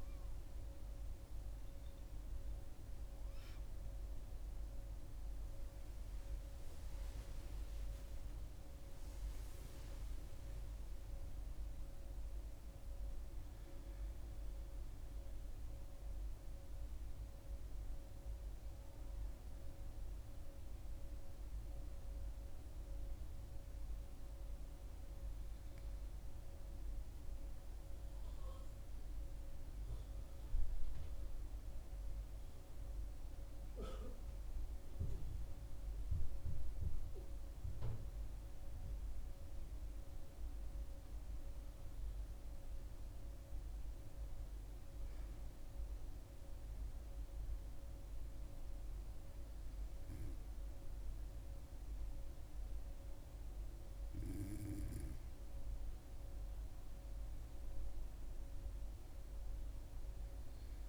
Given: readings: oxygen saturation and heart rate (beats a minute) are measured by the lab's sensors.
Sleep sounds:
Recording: a person partly awake in a sleep study, hard to hear, by a room microphone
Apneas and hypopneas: none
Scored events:
17.50-47.50 s: new sleep stage, N1 (lightest sleep)
47.50-60.89 s: new sleep stage, N2 (light sleep)
From the record:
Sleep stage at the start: awake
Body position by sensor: on the back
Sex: female

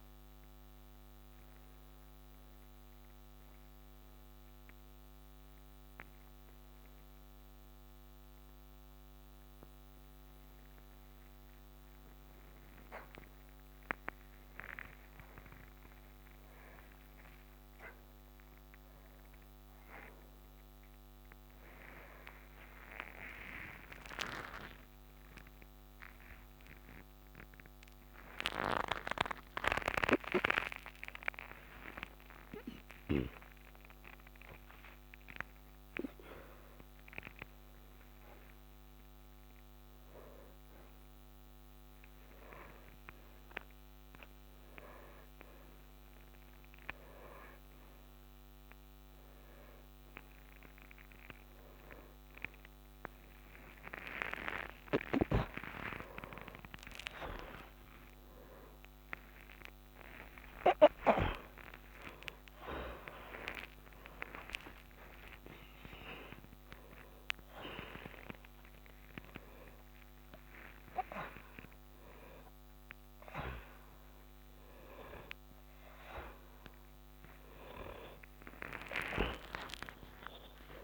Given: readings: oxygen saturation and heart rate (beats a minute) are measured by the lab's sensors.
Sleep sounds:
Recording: a person awake in a sleep study, by a microphone on the trachea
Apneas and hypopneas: none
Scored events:
27.50-32.00 s: snoring (device-marked)
39.50-56.50 s: oxygen desaturation (device-marked, oxygen 98% before, 94% lowest)
55.00-61.00 s: snoring (device-marked)
From the record:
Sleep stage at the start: awake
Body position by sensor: upright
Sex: male

